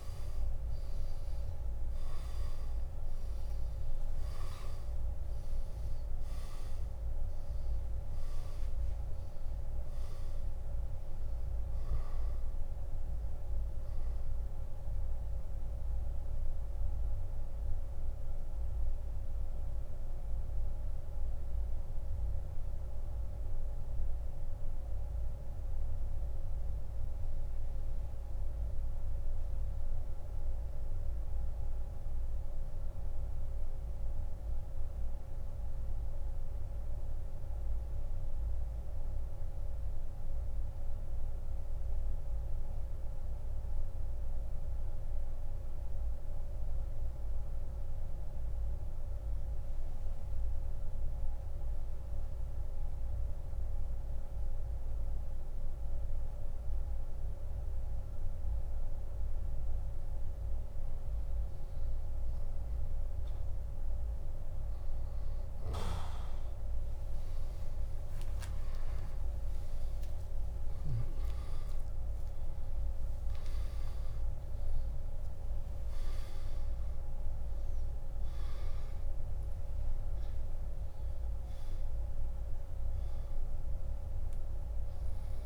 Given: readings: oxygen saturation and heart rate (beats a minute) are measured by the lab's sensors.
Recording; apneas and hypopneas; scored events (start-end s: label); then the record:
breathing in sleep, hard to hear, by a room microphone; 1
0.00-3.00 s: arousal
0.00-11.00 s: oxygen desaturation (device-marked, oxygen 92% lowest, heart rate 29 extreme)
19.50-61.50 s: mixed apnea (oxygen 96% before, 86% lowest)
33.00-58.00 s: oxygen desaturation (device-marked, oxygen 93% before, 86% lowest, heart rate 42 before, 28 extreme)
67.00-74.00 s: arousal
84.00-85.46 s: oxygen desaturation (device-marked, oxygen 97% before, 86% lowest)
From the record:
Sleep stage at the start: N2 (light sleep); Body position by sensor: on the back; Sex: male